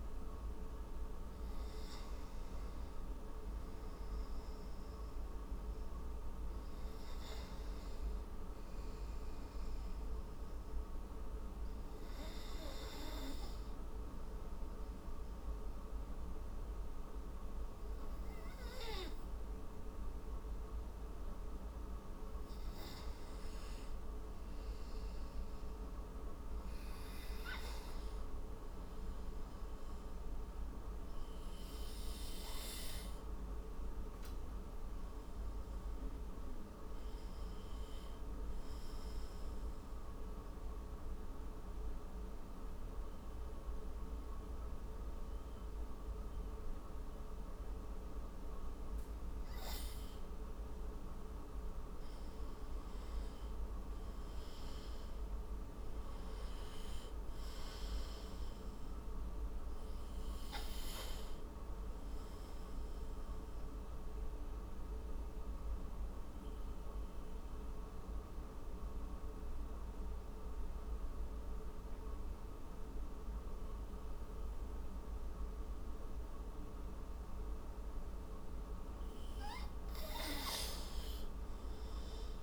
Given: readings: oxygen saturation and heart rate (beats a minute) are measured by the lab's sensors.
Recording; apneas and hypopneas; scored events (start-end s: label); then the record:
breathing in sleep, hard to hear, by a room microphone; 2
25.00-30.00 s: arousal
31.00-40.00 s: oxygen desaturation (device-marked, oxygen 96% before, 93% lowest)
40.50-51.50 s: mixed apnea (oxygen 96% before, 90% lowest)
53.50-56.50 s: arousal
55.00-72.00 s: oxygen desaturation (device-marked, oxygen 96% before, 91% lowest)
65.50-77.50 s: mixed apnea (oxygen 96% before, 89% lowest)
80.50-82.43 s: arousal
From the record:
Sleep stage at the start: N2 (light sleep); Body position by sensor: on the right side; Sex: male